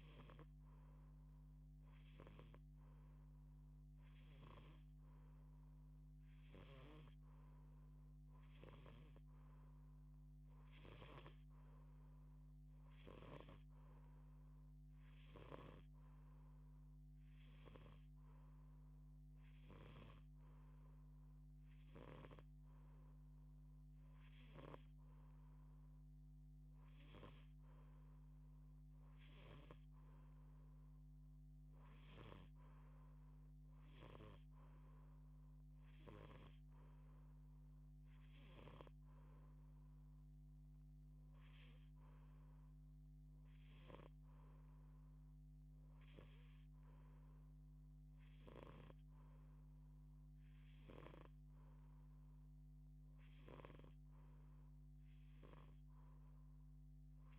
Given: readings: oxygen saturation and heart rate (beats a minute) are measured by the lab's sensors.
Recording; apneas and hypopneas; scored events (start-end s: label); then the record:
breathing in sleep by a microphone on the trachea; none
none scored
From the record:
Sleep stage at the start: N2 (light sleep); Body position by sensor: on the back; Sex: female